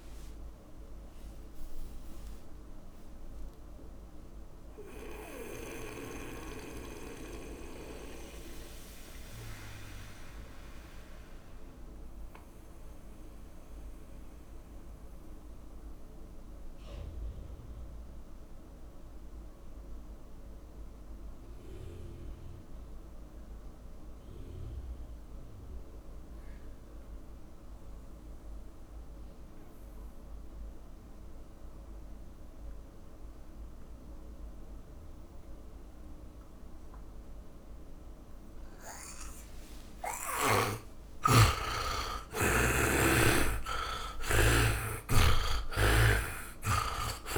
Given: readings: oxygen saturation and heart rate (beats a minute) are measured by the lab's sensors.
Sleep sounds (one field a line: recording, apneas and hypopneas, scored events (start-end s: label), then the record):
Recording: breathing in sleep by a room microphone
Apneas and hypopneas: 1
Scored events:
0.00-2.50 s: tachycardia (device-marked, heart rate 143 extreme)
0.00-24.50 s: oxygen desaturation (device-marked, oxygen 78% lowest, heart rate 46 extreme)
4.50-40.50 s: mixed apnea (oxygen 100% before, 76% lowest, heart rate 82 before, 46 extreme, up 39 after)
41.00-46.50 s: arousal
From the record:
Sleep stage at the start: N2 (light sleep)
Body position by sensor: on the back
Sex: male